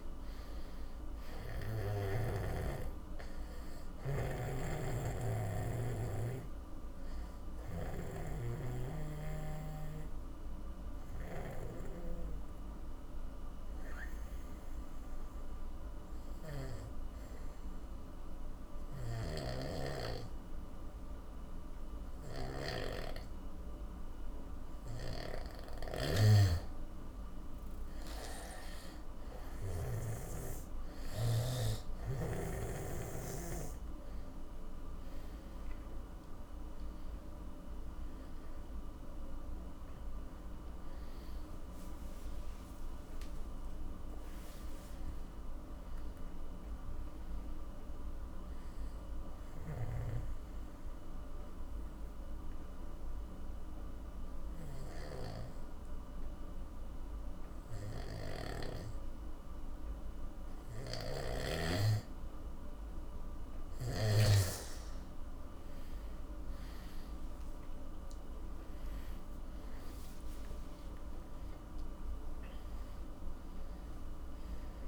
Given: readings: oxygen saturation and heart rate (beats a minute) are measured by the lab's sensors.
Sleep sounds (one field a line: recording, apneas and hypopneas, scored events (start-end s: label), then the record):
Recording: breathing in sleep by a room microphone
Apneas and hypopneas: 2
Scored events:
0.00-2.50 s: snoring (device-marked)
0.00-24.00 s: oxygen desaturation (device-marked, oxygen 84% lowest, heart rate 47 extreme)
3.00-25.50 s: obstructive apnea (oxygen 97% before, 84% lowest, heart rate 60 before, 47 extreme, up 16 after)
4.50-11.50 s: snoring (device-marked)
19.00-30.00 s: snoring (device-marked)
28.00-31.50 s: arousal
38.00-57.00 s: oxygen desaturation (device-marked, oxygen 97% before, 87% lowest, heart rate 61 before, 47 extreme)
42.50-46.00 s: arousal
50.00-63.50 s: obstructive apnea (oxygen 98% before, 87% lowest, heart rate 72 before, 47 extreme, up 42 after)
65.50-69.50 s: arousal
73.00-74.88 s: oxygen desaturation (device-marked, oxygen 98% before, 87% lowest, heart rate 69 before, 46 extreme)
From the record:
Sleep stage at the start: N2 (light sleep)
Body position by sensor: on the back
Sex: male